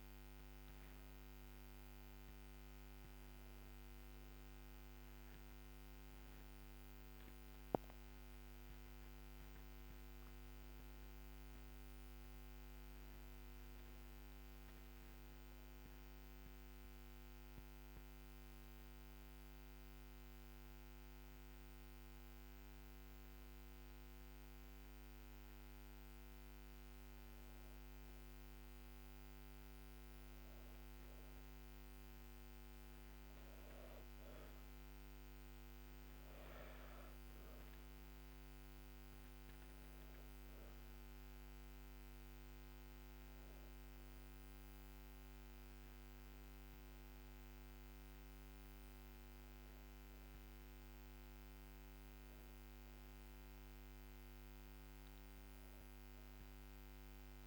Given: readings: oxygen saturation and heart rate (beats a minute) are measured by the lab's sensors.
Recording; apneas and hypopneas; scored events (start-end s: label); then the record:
breathing in sleep, hard to hear, by a microphone on the trachea; 1
0.00-2.00 s: oxygen desaturation (device-marked, oxygen 94% lowest, heart rate 71 extreme)
5.00-9.50 s: arousal
16.00-28.50 s: hypopnea (oxygen 99% before, 95% lowest, heart rate 76 before, 71 extreme, up 3 after)
30.00-34.00 s: arousal
36.00-48.00 s: oxygen desaturation (device-marked, oxygen 98% before, 95% lowest, heart rate 73 before, 73 extreme)
From the record:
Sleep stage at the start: N2 (light sleep); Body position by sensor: on the back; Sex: female